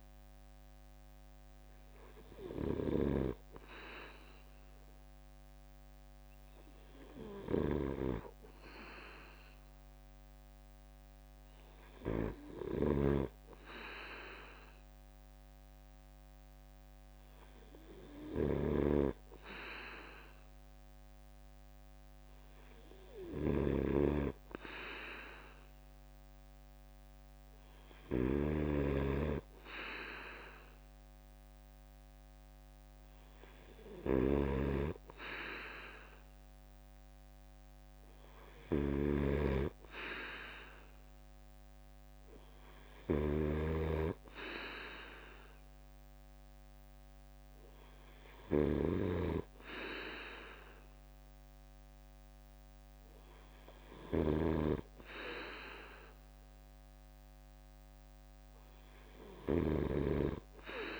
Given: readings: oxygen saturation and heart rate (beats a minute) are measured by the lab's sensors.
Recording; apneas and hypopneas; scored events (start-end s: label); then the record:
breathing in sleep by a microphone on the trachea; none
0.00-3.00 s: snoring (device-marked)
3.00-22.00 s: drop in pulse transit time (device-marked, heart rate 65 before, 66 extreme)
12.50-61.00 s: snoring (device-marked)
From the record:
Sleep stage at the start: N2 (light sleep); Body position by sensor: on the right side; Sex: male